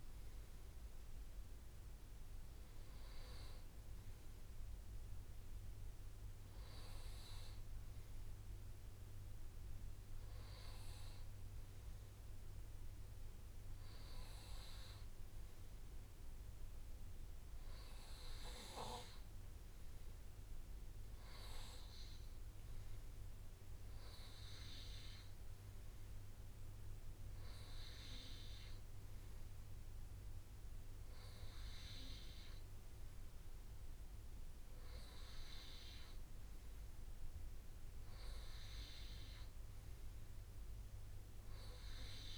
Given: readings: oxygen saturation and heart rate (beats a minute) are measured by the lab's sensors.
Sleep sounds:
breathing in sleep by a room microphone; none
4.00-6.00 s: long interval between heartbeats (device-marked, heart rate 50 before, 58 extreme)
21.50-23.50 s: long interval between heartbeats (device-marked, heart rate 47 before, 53 extreme)
26.50-28.50 s: long interval between heartbeats (device-marked, heart rate 46 before, 39 extreme)
29.50-31.50 s: long interval between heartbeats (device-marked, heart rate 45 before, 38 extreme)
34.00-36.00 s: long interval between heartbeats (device-marked, heart rate 45 before, 48 extreme)
41.00-42.37 s: long interval between heartbeats (device-marked, heart rate 44 before, 41 extreme)
From the record:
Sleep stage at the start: N2 (light sleep); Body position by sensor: on the right side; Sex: male

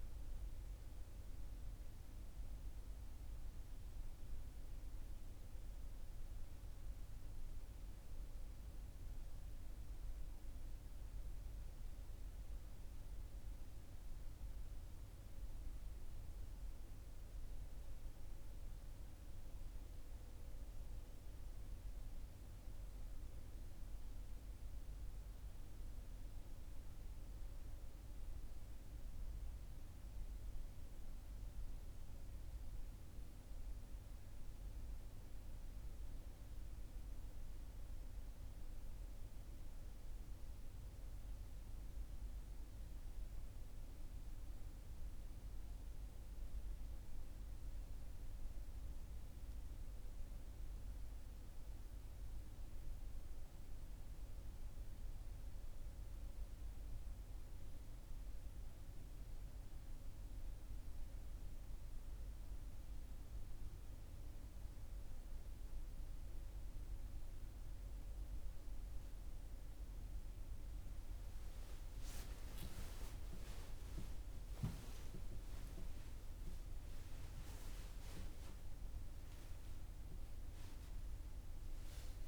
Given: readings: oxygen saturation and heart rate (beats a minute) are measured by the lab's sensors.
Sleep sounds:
breathing in sleep, hard to hear, by a room microphone; 1
7.50-61.50 s: hypopnea (oxygen 100% before, 92% lowest, heart rate 51 before, 43 extreme, up 2 after)
30.50-32.50 s: oxygen desaturation (device-marked, oxygen 98% before, 97% lowest, heart rate 43 before, 43 extreme)
62.50-80.50 s: oxygen desaturation (device-marked, oxygen 95% before, 92% lowest, heart rate 43 before, 45 extreme)
65.50-70.00 s: arousal
From the record:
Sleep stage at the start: N1 (lightest sleep); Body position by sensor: on the back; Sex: male

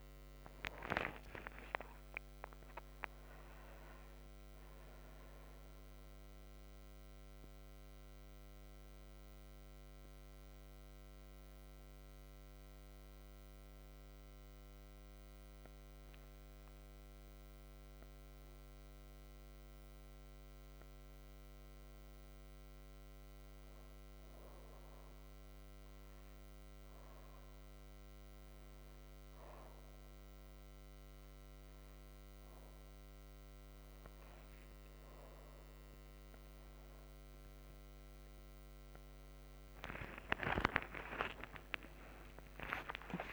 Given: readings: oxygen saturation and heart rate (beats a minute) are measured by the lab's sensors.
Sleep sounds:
a person awake in a sleep study, by a microphone on the trachea; none
none scored
From the record:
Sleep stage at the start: awake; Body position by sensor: on the right side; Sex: female

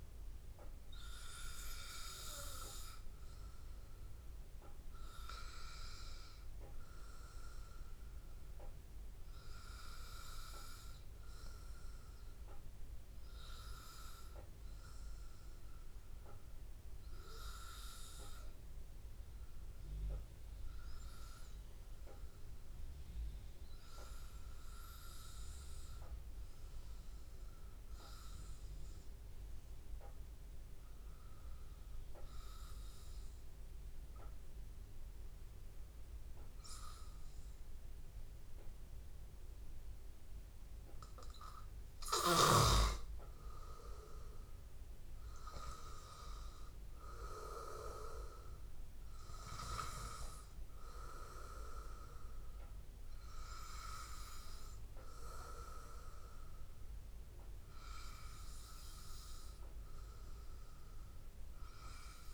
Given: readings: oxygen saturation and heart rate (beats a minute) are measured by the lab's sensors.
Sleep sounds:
breathing in sleep by a room microphone; 1
15.50-37.50 s: obstructive apnea (oxygen 98% before, 93% lowest, heart rate 84 before, 82 extreme, up 1 after)
39.00-42.50 s: arousal
41.00-62.34 s: oxygen desaturation (device-marked, oxygen 96% before, 93% lowest, heart rate 82 before, 82 extreme)
From the record:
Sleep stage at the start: N2 (light sleep); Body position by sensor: on the back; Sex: male

